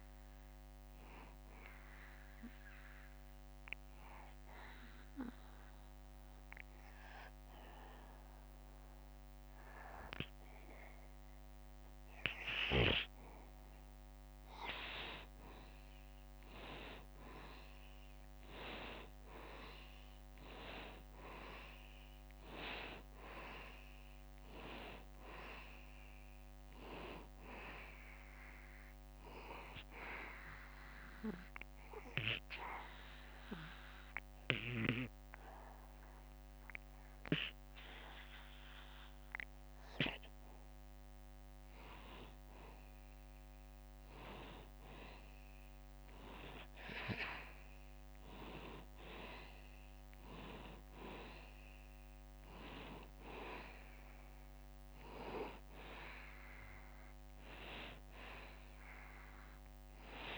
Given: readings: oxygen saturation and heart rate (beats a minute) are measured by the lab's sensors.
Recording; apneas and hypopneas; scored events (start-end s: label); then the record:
breathing in sleep by a microphone on the trachea; 2
0.00-7.50 s: oxygen desaturation (device-marked, oxygen 87% lowest, heart rate 70 extreme)
1.50-14.50 s: obstructive apnea (oxygen 95% before, 89% lowest, heart rate 77 before, 70 extreme, up 3 after)
17.50-23.00 s: arousal
23.50-40.50 s: oxygen desaturation (device-marked, oxygen 96% before, 89% lowest, heart rate 72 before, 71 extreme)
31.50-43.00 s: obstructive apnea (oxygen 96% before, 89% lowest, heart rate 73 before, 71 extreme, up 2 after)
47.50-52.50 s: arousal
53.50-60.38 s: oxygen desaturation (device-marked, oxygen 95% before, 91% lowest, heart rate 72 before, 69 extreme)
From the record:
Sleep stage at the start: N2 (light sleep); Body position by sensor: on the back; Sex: male